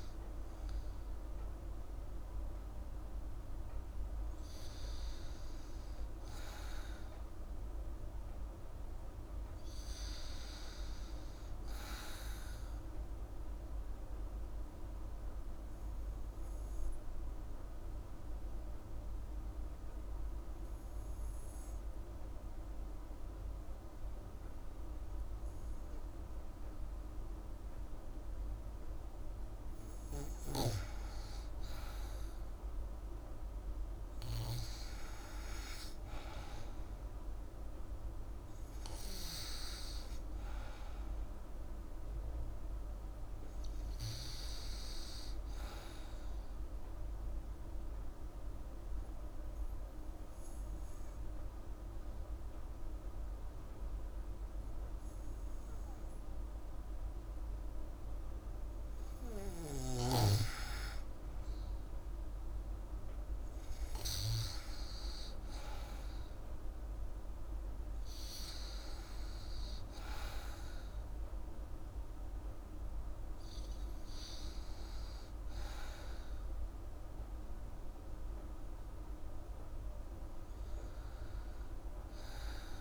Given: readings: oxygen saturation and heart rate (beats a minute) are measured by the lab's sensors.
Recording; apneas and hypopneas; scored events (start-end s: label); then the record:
breathing in sleep, hard to hear, by a room microphone; 2
0.00-4.50 s: oxygen desaturation (device-marked, oxygen 91% lowest, heart rate 31 extreme)
3.00-8.00 s: arousal
14.50-29.00 s: obstructive apnea (oxygen 98% before, 89% lowest, heart rate 57 before, 43 extreme, up 26 after)
32.50-36.00 s: arousal
41.50-58.50 s: oxygen desaturation (device-marked, oxygen 98% before, 89% lowest, heart rate 65 before, 43 extreme)
47.50-58.50 s: obstructive apnea (oxygen 98% before, 89% lowest, heart rate 65 before, 43 extreme, up 14 after)
62.00-64.50 s: arousal
76.50-82.81 s: oxygen desaturation (device-marked, oxygen 98% before, 93% lowest, heart rate 59 before, 35 extreme)
From the record:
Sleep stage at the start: N2 (light sleep); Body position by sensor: on the back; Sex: female